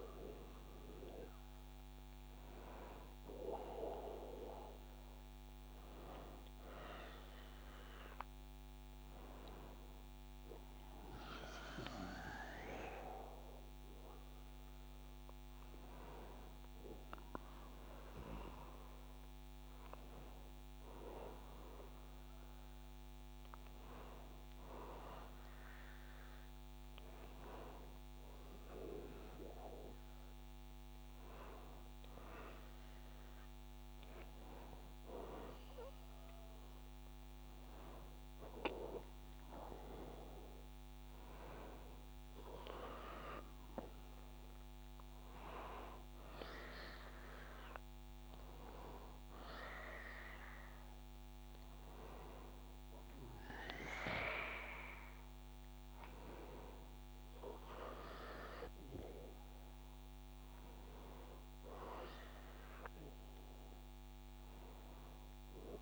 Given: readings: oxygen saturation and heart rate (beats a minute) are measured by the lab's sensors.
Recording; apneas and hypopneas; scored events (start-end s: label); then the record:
breathing in sleep by a microphone on the trachea; none
none scored
From the record:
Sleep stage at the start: N1 (lightest sleep); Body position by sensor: on the back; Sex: male